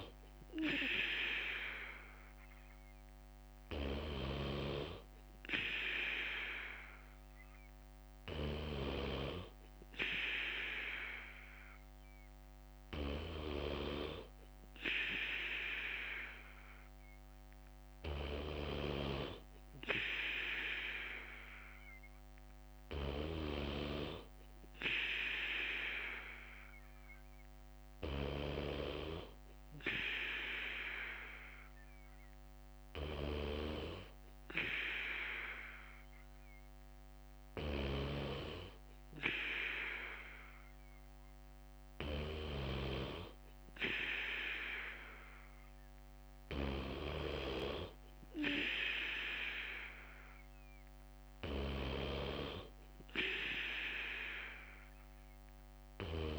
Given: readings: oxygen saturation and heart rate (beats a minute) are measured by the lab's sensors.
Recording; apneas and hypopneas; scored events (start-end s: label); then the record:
breathing in sleep by a microphone on the trachea; none
7.50-13.50 s: bradycardia (device-marked, heart rate 59 before, 59 extreme)
54.50-56.39 s: bradycardia (device-marked, heart rate 59 before, 60 extreme)
From the record:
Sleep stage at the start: N3 (deep sleep); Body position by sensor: on the back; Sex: male